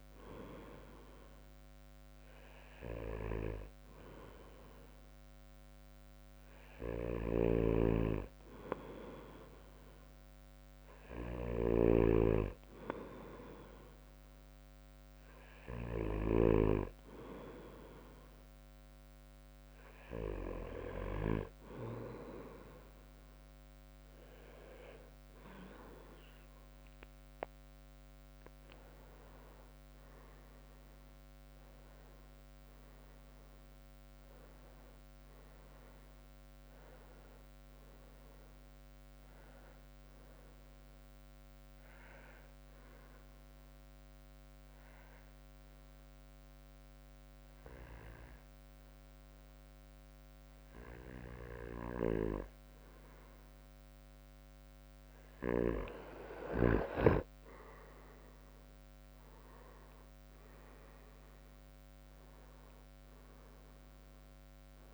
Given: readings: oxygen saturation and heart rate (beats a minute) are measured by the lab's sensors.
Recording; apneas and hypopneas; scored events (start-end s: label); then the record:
breathing in sleep by a microphone on the trachea; 1
28.50-42.50 s: drop in pulse transit time (device-marked, heart rate 68 before, 69 extreme)
29.00-35.00 s: arousal
43.00-54.00 s: obstructive apnea (oxygen 96% before, 93% lowest, heart rate 71 before, 62 extreme, up 11 after)
58.50-64.94 s: drop in pulse transit time (device-marked, heart rate 66 before, 67 extreme)
58.50-64.94 s: oxygen desaturation (device-marked, oxygen 97% before, 93% lowest, heart rate 66 before, 66 extreme)
62.00-64.94 s: arousal
From the record:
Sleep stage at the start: N2 (light sleep); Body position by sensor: on the back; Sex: male